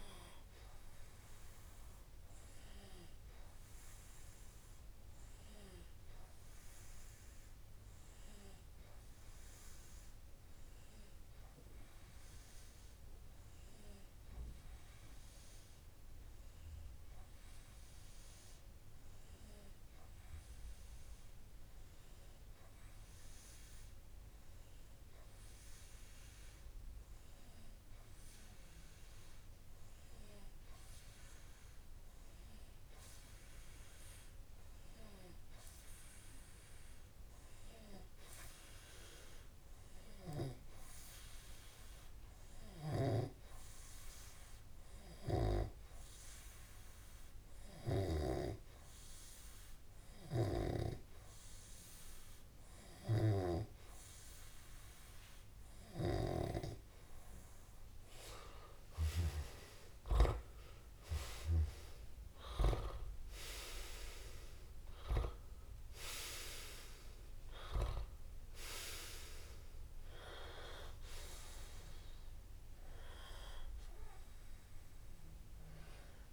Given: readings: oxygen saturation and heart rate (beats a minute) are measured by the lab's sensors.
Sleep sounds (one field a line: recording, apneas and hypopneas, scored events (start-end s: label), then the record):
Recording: breathing in sleep by a room microphone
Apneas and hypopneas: 1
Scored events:
5.00-55.50 s: hypopnea (oxygen 95% before, 95% lowest)
60.50-64.50 s: arousal
From the record:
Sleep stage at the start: N2 (light sleep)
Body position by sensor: on the back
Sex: male